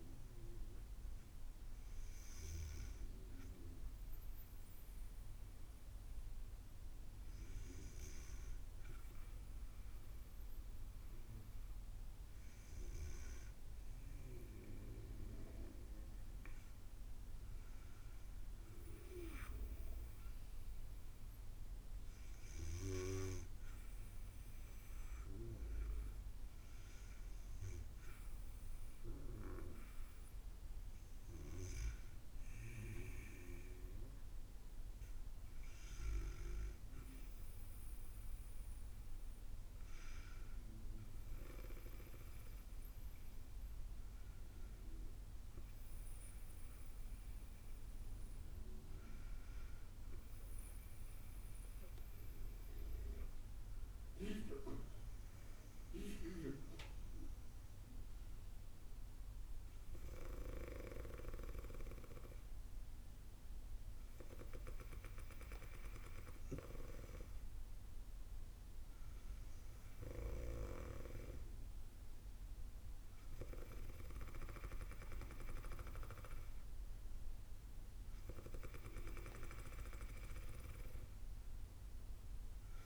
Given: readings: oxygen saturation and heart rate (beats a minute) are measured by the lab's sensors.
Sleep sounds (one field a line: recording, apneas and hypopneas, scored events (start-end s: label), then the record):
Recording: breathing in sleep by a room microphone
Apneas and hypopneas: 1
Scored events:
0.00-4.00 s: oxygen desaturation (device-marked, oxygen 94% lowest, heart rate 53 extreme)
3.50-13.50 s: hypopnea (oxygen 97% before, 94% lowest, heart rate 113 before, 56 extreme, up 9 after)
16.50-20.50 s: arousal
From the record:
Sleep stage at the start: N2 (light sleep)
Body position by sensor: on the back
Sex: female